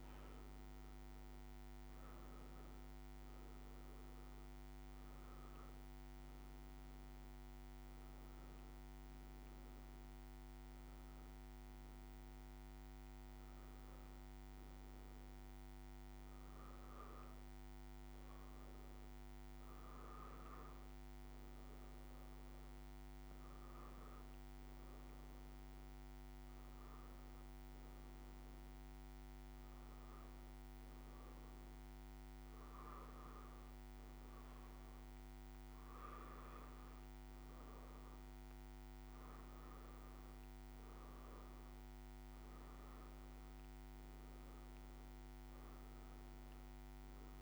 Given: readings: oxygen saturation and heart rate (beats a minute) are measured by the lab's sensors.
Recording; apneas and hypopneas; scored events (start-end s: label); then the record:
a person partly awake in a sleep study, hard to hear, by a microphone on the trachea; 1
0.00-11.00 s: oxygen desaturation (device-marked, oxygen 87% lowest, heart rate 61 extreme)
13.00-47.42 s: new sleep stage, N1 (lightest sleep)
19.50-39.50 s: hypopnea (oxygen 94% before, 90% lowest, heart rate 65 before, 65 extreme, up 2 after)
42.00-45.00 s: arousal
From the record:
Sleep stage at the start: awake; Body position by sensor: on the right side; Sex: female